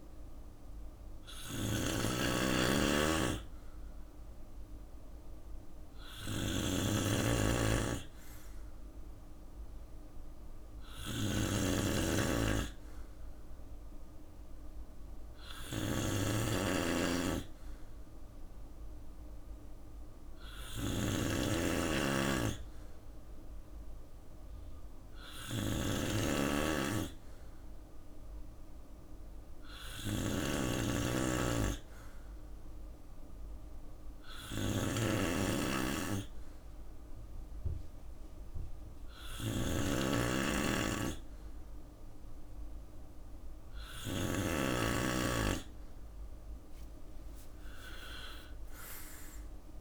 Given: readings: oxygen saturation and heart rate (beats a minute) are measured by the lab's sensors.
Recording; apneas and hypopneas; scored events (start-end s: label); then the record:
breathing in sleep by a room microphone; none
0.00-7.50 s: bradycardia (device-marked, heart rate 57 extreme)
0.00-43.00 s: snoring (device-marked)
14.50-21.50 s: bradycardia (device-marked, heart rate 60 before, 58 extreme)
46.50-48.50 s: long interval between heartbeats (device-marked, heart rate 61 before, 70 extreme)
46.50-49.81 s: drop in pulse transit time (device-marked, heart rate 61 before, 57 extreme)
From the record:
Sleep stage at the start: N2 (light sleep); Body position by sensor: on the right side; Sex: male